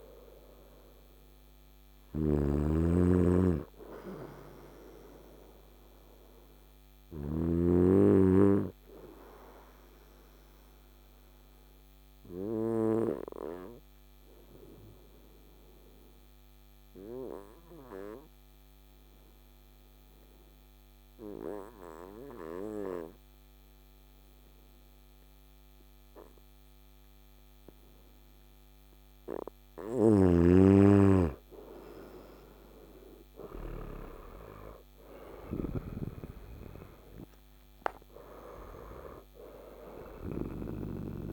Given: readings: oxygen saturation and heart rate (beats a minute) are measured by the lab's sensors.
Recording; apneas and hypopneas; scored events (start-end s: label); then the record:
breathing in sleep by a microphone on the trachea; 1
0.00-14.50 s: oxygen desaturation (device-marked, oxygen 92% lowest, heart rate 54 extreme)
1.50-7.00 s: snoring (device-marked)
8.50-28.50 s: obstructive apnea (oxygen 97% before, 92% lowest, heart rate 64 before, 54 extreme, up 9 after)
31.00-36.00 s: arousal
From the record:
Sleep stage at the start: N2 (light sleep); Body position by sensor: on the right side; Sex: male